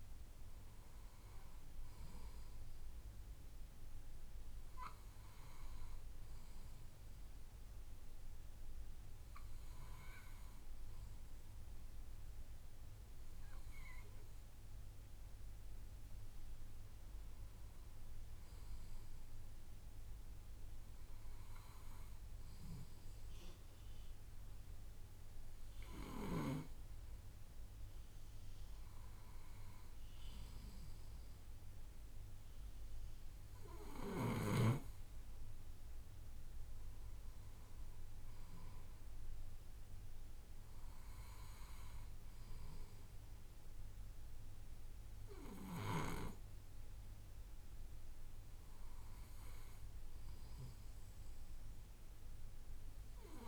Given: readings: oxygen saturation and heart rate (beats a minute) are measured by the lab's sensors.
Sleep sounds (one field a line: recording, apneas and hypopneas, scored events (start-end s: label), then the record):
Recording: breathing in sleep by a room microphone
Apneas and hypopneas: none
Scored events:
none scored
From the record:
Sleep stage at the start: N2 (light sleep)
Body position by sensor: on the left side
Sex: male